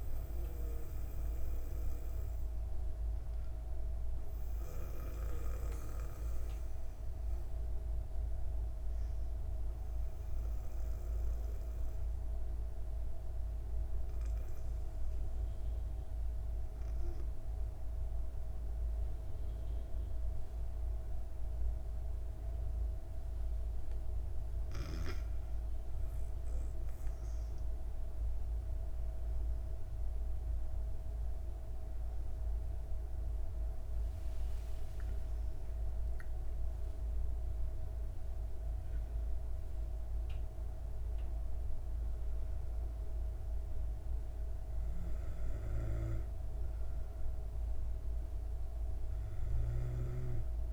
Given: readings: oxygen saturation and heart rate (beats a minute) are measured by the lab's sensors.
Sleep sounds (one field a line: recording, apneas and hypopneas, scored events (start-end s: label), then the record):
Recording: breathing in sleep, hard to hear, by a room microphone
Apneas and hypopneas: 1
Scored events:
4.00-23.50 s: obstructive apnea (oxygen 98% before, 95% lowest, heart rate 64 before, 57 extreme, up 9 after)
33.50-38.00 s: arousal
From the record:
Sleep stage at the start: N2 (light sleep)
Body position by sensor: on the back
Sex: female